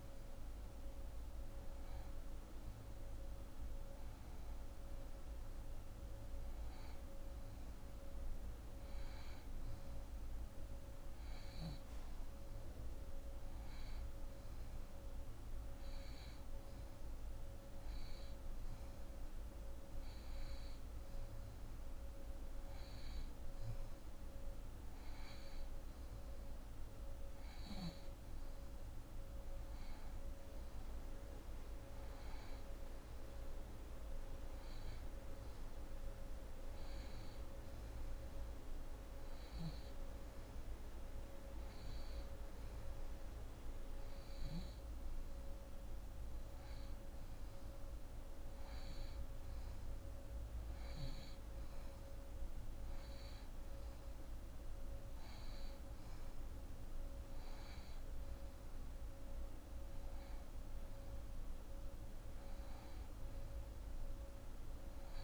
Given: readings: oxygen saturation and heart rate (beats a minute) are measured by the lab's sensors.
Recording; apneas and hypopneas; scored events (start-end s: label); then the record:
breathing in sleep, hard to hear, by a room microphone; none
29.50-35.00 s: arousal
From the record:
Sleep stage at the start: N1 (lightest sleep); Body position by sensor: on the back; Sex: female